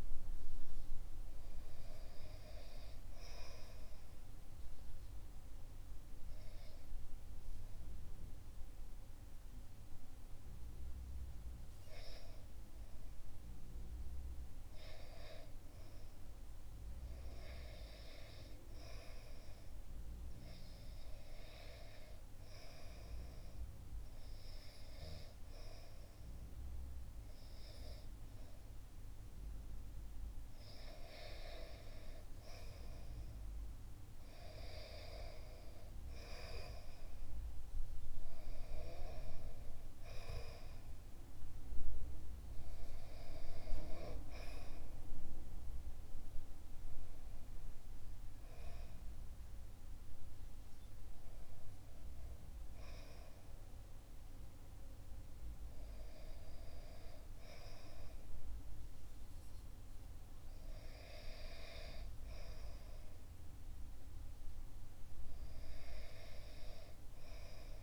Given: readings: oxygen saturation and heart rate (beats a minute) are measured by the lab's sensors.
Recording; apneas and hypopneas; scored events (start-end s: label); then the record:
breathing in sleep by a room microphone; 1
0.00-13.00 s: oxygen desaturation (device-marked, oxygen 94% lowest, heart rate 60 extreme)
19.50-30.50 s: hypopnea (oxygen 97% before, 95% lowest, heart rate 62 before, 61 extreme, up 4 after)
34.00-38.50 s: arousal
From the record:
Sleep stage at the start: REM sleep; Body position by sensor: on the back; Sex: male